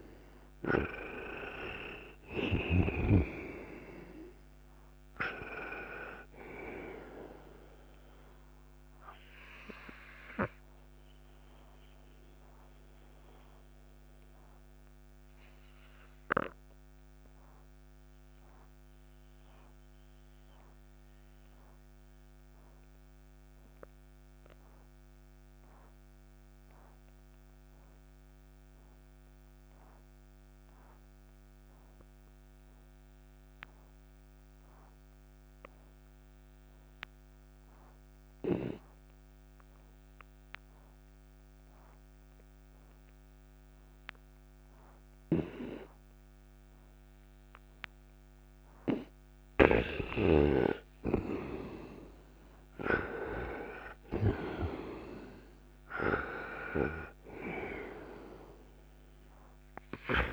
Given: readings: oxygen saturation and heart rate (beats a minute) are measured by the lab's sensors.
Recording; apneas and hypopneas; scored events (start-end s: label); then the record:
breathing in sleep by a microphone on the trachea; 1
0.00-3.00 s: snoring (device-marked)
0.00-33.00 s: oxygen desaturation (device-marked, oxygen 84% lowest, heart rate 57 extreme)
9.50-47.50 s: obstructive apnea (oxygen 98% before, 84% lowest, heart rate 65 before, 58 extreme, up 26 after)
45.00-54.50 s: snoring (device-marked)
45.00-60.33 s: oxygen desaturation (device-marked, oxygen 99% before, 84% lowest, heart rate 60 before, 56 extreme)
50.00-53.50 s: arousal
From the record:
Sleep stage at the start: N2 (light sleep); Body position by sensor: on the right side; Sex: male